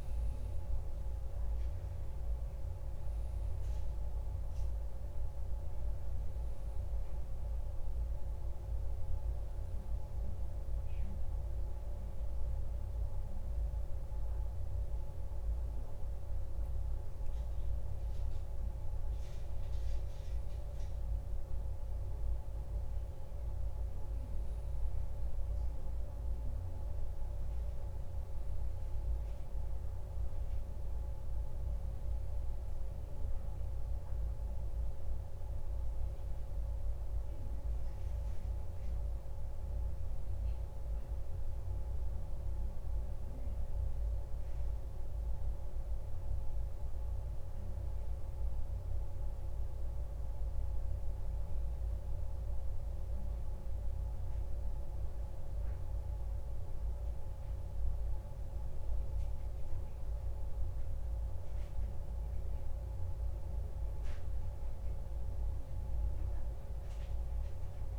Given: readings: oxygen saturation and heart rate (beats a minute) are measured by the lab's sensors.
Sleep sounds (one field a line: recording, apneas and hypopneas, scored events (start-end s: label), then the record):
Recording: breathing in sleep, hard to hear, by a room microphone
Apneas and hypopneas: none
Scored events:
42.00-67.98 s: new sleep stage, N2 (light sleep)
From the record:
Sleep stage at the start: N1 (lightest sleep)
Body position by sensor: on the back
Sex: male